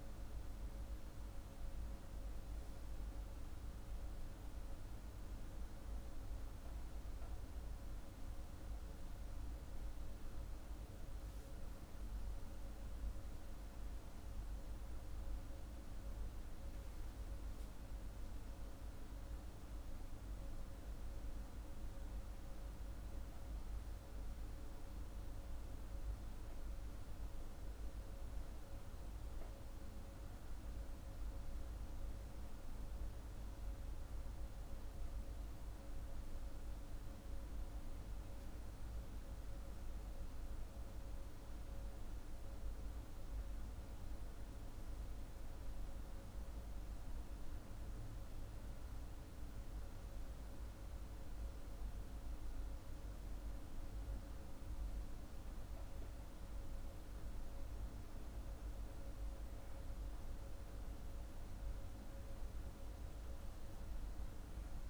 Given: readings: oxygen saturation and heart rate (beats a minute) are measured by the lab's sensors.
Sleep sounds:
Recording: breathing in sleep, hard to hear, by a room microphone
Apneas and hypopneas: none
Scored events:
none scored
From the record:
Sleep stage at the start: N2 (light sleep)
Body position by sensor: on the back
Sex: male

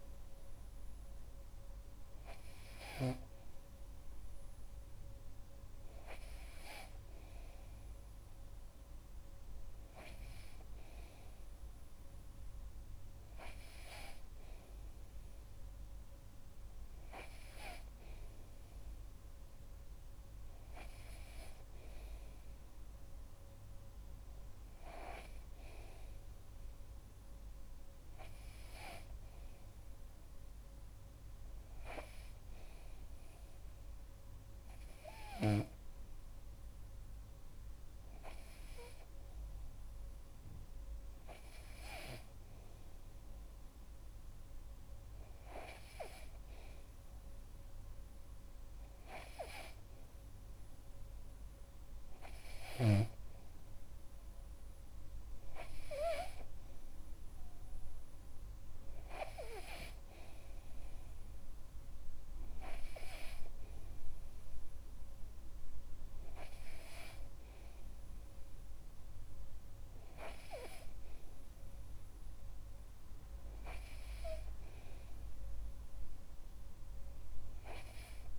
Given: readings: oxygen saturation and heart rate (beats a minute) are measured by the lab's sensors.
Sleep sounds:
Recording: breathing in sleep by a room microphone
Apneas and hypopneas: none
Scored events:
none scored
From the record:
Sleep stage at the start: N2 (light sleep)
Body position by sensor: on the back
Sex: male

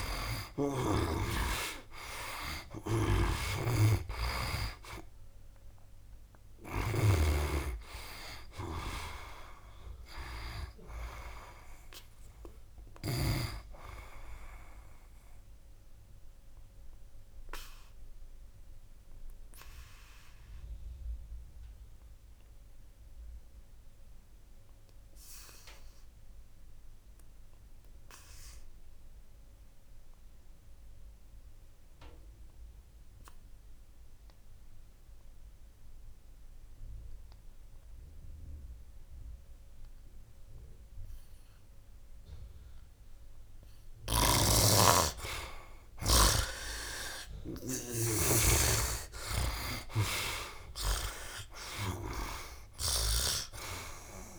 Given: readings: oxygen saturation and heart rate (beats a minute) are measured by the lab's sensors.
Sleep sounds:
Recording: breathing in sleep by a room microphone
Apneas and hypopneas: 1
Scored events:
0.00-3.50 s: arousal
0.00-13.00 s: snoring (device-marked)
0.00-27.50 s: oxygen desaturation (device-marked, oxygen 71% lowest, heart rate 63 extreme)
15.50-42.50 s: obstructive apnea (oxygen 94% before, 71% lowest, heart rate 81 before, 63 extreme, up 13 after)
33.50-54.39 s: oxygen desaturation (device-marked, oxygen 99% before, 74% lowest, heart rate 69 before, 62 extreme)
47.00-51.50 s: arousal
From the record:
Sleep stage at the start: N2 (light sleep)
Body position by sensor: on the back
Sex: male

